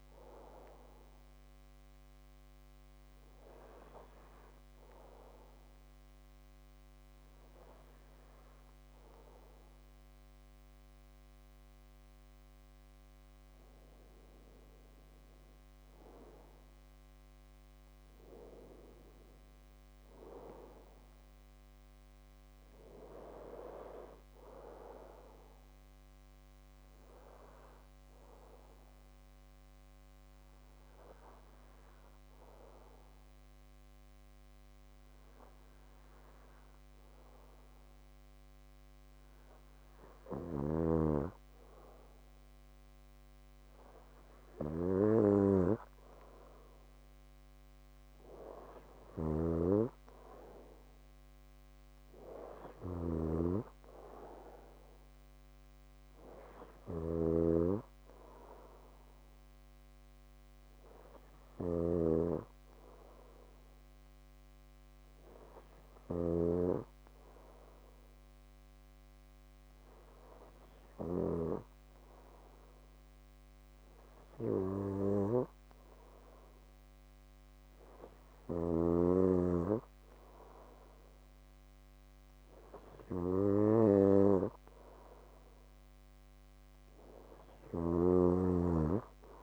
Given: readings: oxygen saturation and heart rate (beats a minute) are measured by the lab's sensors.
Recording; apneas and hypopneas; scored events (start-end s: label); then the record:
breathing in sleep by a microphone on the trachea; 2
2.50-12.50 s: hypopnea (oxygen 95% before, 94% lowest, heart rate 59 before, 57 extreme, up 8 after)
14.50-18.00 s: arousal
28.00-40.00 s: hypopnea (oxygen 96% before, 94% lowest, heart rate 60 before, 55 extreme, up 1 after)
41.50-45.00 s: arousal
48.50-70.50 s: snoring (device-marked)
87.00-89.43 s: snoring (device-marked)
From the record:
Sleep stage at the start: N2 (light sleep); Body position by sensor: on the back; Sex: male